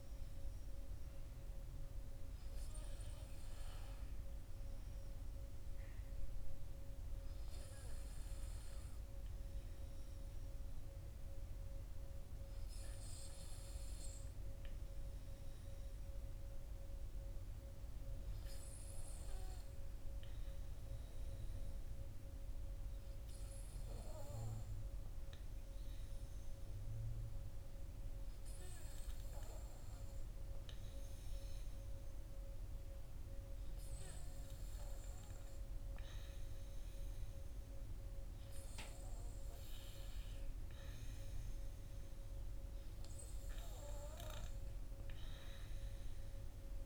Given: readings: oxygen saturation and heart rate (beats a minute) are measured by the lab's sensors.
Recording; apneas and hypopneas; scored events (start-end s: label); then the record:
breathing in sleep, hard to hear, by a room microphone; none
none scored
From the record:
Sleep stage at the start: N2 (light sleep); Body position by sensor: on the back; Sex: male